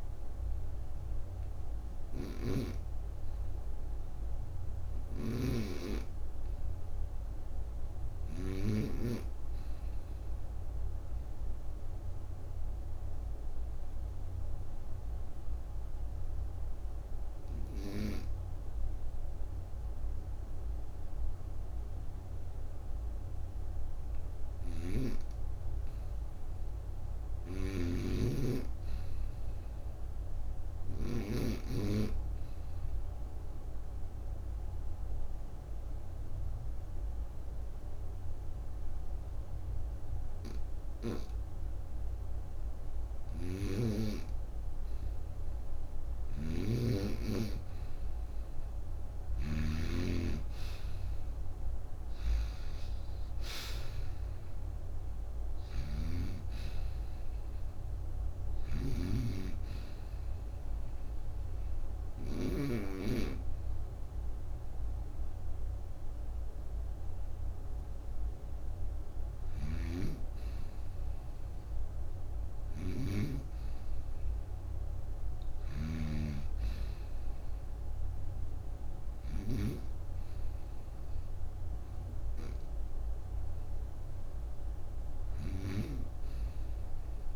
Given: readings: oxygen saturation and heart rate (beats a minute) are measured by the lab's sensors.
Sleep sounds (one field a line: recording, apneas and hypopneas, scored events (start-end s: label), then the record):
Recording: breathing in sleep by a room microphone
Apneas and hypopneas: 3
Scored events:
2.00-8.50 s: snoring (device-marked)
9.00-24.50 s: obstructive apnea (oxygen 95% before, 84% lowest)
24.50-31.00 s: snoring (device-marked)
26.00-29.50 s: arousal
26.00-65.00 s: oxygen desaturation (device-marked, oxygen 95% before, 88% lowest)
32.50-43.00 s: obstructive apnea (oxygen 95% before, 84% lowest, heart rate 55 before, 32 extreme, up 14 after)
43.00-49.50 s: snoring (device-marked)
49.50-53.00 s: arousal
55.50-62.50 s: snoring (device-marked)
59.50-69.50 s: obstructive apnea (oxygen 93% before, 84% lowest, heart rate 46 before, 32 extreme, up 32 after)
69.00-73.00 s: snoring (device-marked)
72.00-75.00 s: arousal
74.00-87.36 s: oxygen desaturation (device-marked, oxygen 89% before, 84% lowest, heart rate 44 before, 42 extreme)
75.00-85.50 s: snoring (device-marked)
From the record:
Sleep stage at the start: N2 (light sleep)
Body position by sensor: on the right side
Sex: female